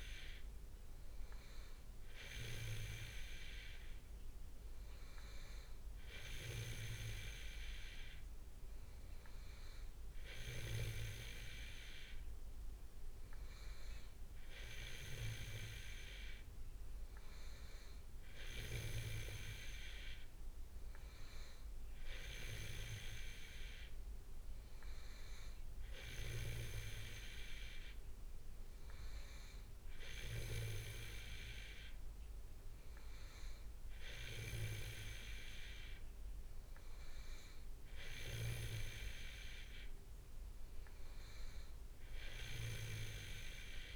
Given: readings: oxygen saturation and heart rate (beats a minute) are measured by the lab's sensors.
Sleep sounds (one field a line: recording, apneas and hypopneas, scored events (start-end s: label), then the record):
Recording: breathing in sleep by a room microphone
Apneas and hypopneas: none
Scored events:
none scored
From the record:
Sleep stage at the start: N2 (light sleep)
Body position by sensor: on the back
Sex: male